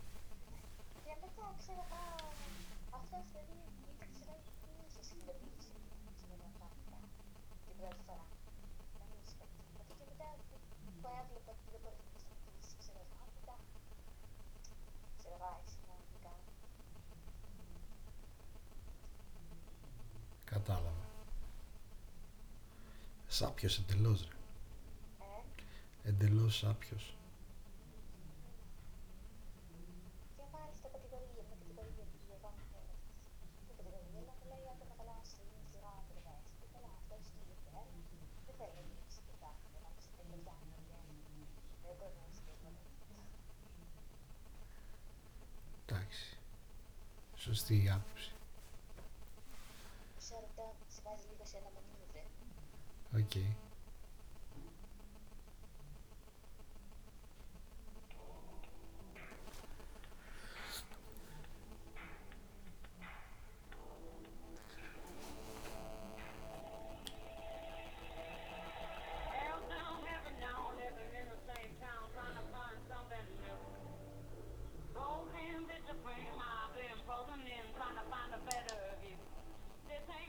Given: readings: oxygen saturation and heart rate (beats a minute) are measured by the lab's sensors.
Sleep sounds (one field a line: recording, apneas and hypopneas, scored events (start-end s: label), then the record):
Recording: a person awake in a sleep study, by a room microphone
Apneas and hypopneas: none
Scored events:
none scored
From the record:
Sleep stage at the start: awake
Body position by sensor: on the back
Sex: male